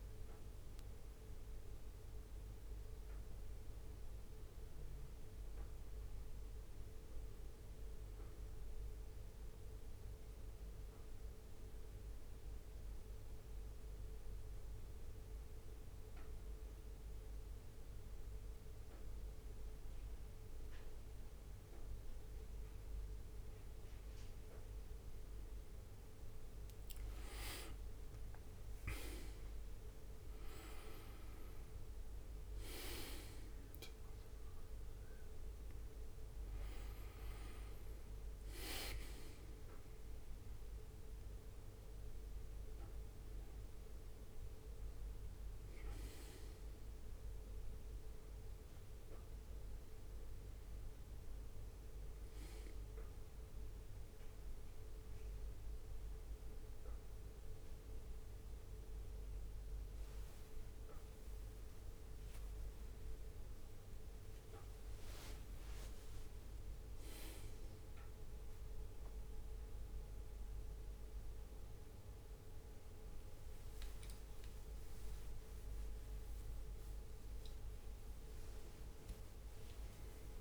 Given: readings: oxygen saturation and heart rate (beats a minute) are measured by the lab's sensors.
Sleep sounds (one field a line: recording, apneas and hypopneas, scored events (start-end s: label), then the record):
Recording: a person partly awake in a sleep study, hard to hear, by a room microphone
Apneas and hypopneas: none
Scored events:
26.00-30.00 s: arousal
33.00-43.00 s: bradycardia (device-marked, heart rate 65 before, 58 extreme)
60.00-80.41 s: new sleep stage, awake
61.00-63.00 s: long interval between heartbeats (device-marked, heart rate 60 before, 72 extreme)
64.50-66.50 s: long interval between heartbeats (device-marked, heart rate 62 before, 82 extreme)
From the record:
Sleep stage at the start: N1 (lightest sleep)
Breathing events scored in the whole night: 215 in 4.7 hours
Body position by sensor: on the back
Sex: male